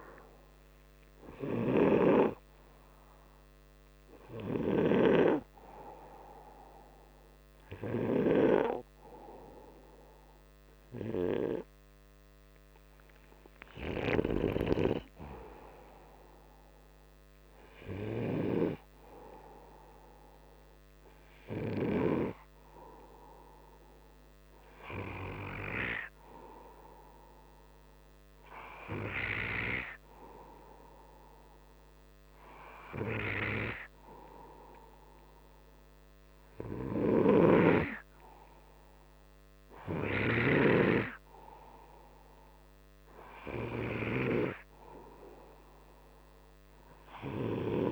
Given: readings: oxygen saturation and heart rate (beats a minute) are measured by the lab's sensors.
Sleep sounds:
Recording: breathing in sleep by a microphone on the trachea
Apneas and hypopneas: none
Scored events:
0.00-5.00 s: snoring (device-marked)
0.00-23.00 s: oxygen desaturation (device-marked, oxygen 91% lowest, heart rate 30 extreme)
36.50-40.50 s: snoring (device-marked)
From the record:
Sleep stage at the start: N2 (light sleep)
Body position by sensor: upright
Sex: male

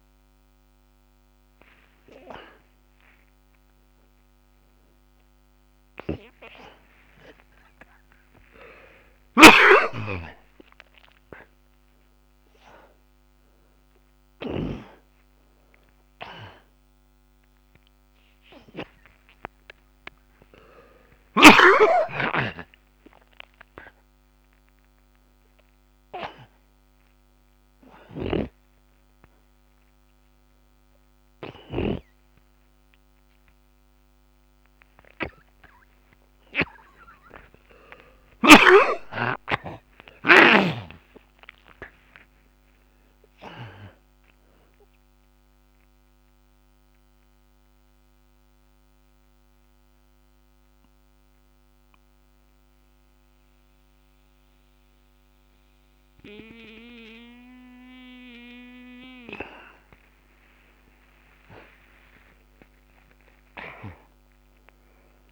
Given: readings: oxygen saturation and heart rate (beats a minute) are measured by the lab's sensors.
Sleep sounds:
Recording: a person partly awake in a sleep study, by a microphone on the trachea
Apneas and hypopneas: 1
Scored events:
12.00-31.00 s: oxygen desaturation (device-marked, oxygen 97% before, 88% lowest)
28.50-32.50 s: snoring (device-marked)
31.00-65.32 s: new sleep stage, N1 (lightest sleep)
46.00-62.00 s: oxygen desaturation (device-marked, oxygen 96% before, 82% lowest)
46.50-59.50 s: central apnea (oxygen 96% before, 81% lowest)
61.00-65.00 s: arousal
From the record:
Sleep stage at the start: awake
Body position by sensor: on the back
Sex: male

